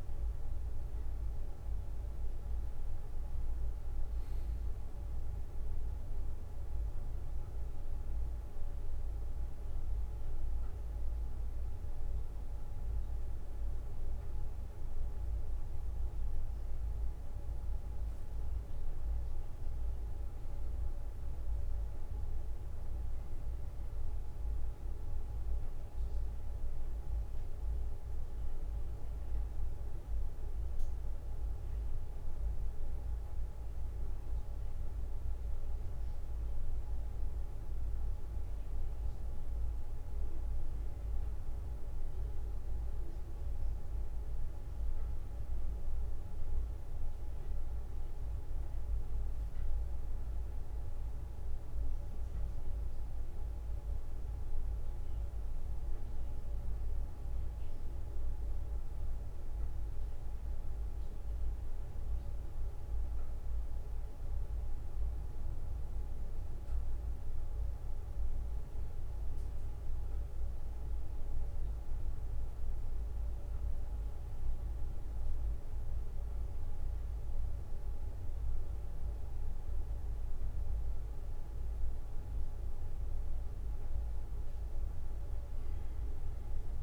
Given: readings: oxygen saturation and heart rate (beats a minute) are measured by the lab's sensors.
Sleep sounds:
breathing in sleep, hard to hear, by a room microphone; none
none scored
From the record:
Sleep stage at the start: N2 (light sleep); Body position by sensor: on the back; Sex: male

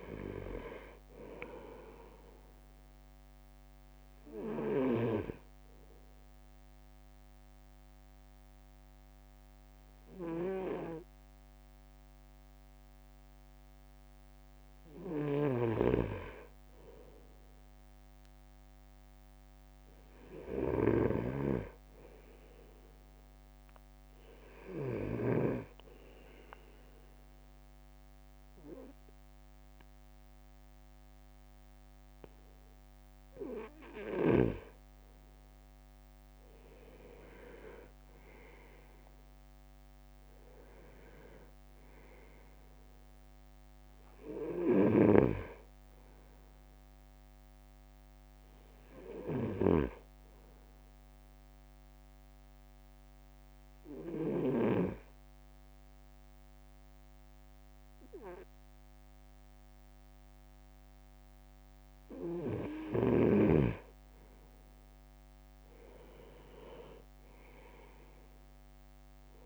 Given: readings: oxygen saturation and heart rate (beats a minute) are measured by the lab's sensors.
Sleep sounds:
breathing in sleep by a microphone on the trachea; 3
0.00-5.00 s: drop in pulse transit time (device-marked, heart rate 53 extreme)
4.50-14.50 s: obstructive apnea (oxygen 98% before, 96% lowest, heart rate 57 before, 55 extreme, up 5 after)
15.50-25.50 s: snoring (device-marked)
17.00-21.00 s: arousal
25.50-35.50 s: obstructive apnea (oxygen 98% before, 97% lowest, heart rate 57 before, 55 extreme, up 7 after)
35.00-36.00 s: leg movement (device-marked)
36.50-38.00 s: leg movement (device-marked)
36.50-41.00 s: arousal
37.00-50.00 s: drop in pulse transit time (device-marked, heart rate 57 before, 56 extreme)
45.00-55.00 s: snoring (device-marked)
52.00-63.00 s: obstructive apnea (oxygen 98% before, 97% lowest, heart rate 58 before, 54 extreme, up 3 after)
64.50-67.00 s: leg movement (device-marked)
65.00-68.00 s: arousal
67.00-69.46 s: drop in pulse transit time (device-marked, heart rate 58 before, 54 extreme)
From the record:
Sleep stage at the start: N2 (light sleep); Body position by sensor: on the right side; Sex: male

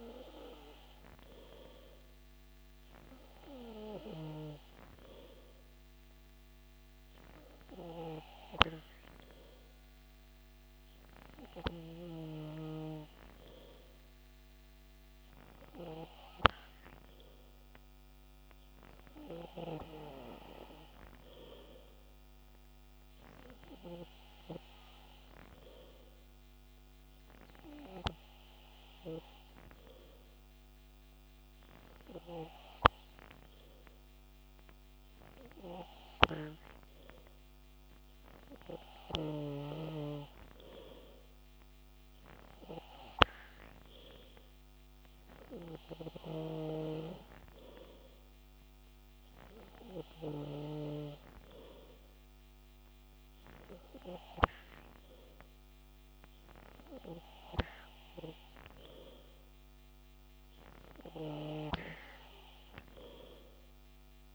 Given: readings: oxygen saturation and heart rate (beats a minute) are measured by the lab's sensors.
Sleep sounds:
breathing in sleep by a microphone on the trachea; none
none scored
From the record:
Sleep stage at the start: N3 (deep sleep); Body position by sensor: on the back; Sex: male

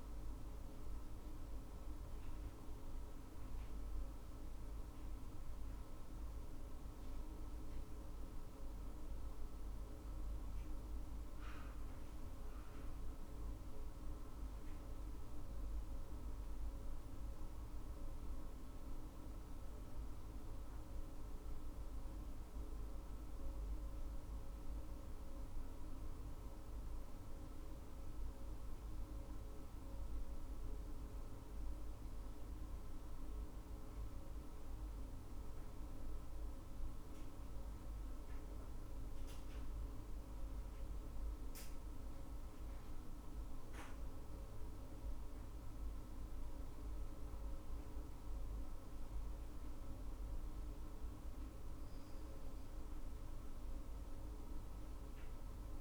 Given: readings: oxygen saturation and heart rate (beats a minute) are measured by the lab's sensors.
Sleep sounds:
breathing in sleep, hard to hear, by a room microphone; none
none scored
From the record:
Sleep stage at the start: N2 (light sleep); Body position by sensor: on the right side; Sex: female

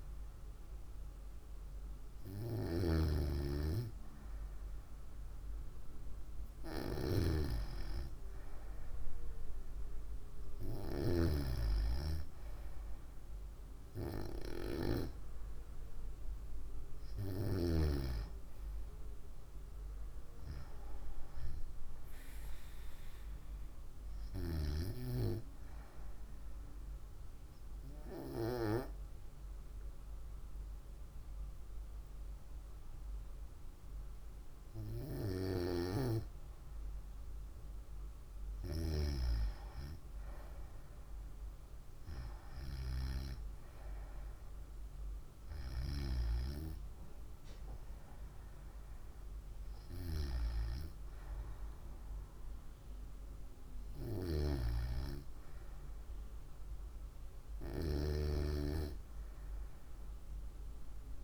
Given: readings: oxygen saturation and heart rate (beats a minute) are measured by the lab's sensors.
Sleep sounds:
breathing in sleep by a room microphone; 1
25.50-38.00 s: hypopnea (oxygen 95% before, 94% lowest, heart rate 58 before, 55 extreme, up 4 after)
41.00-44.00 s: arousal
From the record:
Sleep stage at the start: N2 (light sleep); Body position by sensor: on the right side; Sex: female

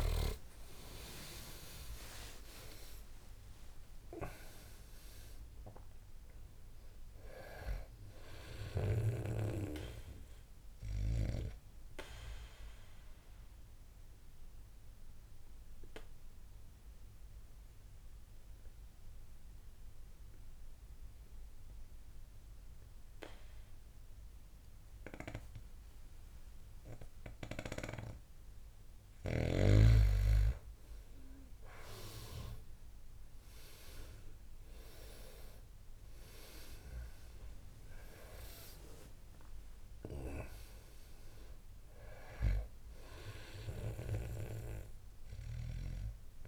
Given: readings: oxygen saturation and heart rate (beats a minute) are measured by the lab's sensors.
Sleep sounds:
breathing in sleep by a room microphone; 1
0.00-2.00 s: arousal
2.50-27.50 s: oxygen desaturation (device-marked, oxygen 99% before, 87% lowest, heart rate 68 before, 53 extreme)
12.00-28.50 s: obstructive apnea (oxygen 99% before, 85% lowest, heart rate 78 before, 53 extreme, up 8 after)
31.00-34.00 s: arousal
39.50-46.48 s: oxygen desaturation (device-marked, oxygen 99% before, 85% lowest, heart rate 64 before, 53 extreme)
From the record:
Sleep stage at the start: N2 (light sleep); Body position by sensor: on the back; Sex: male

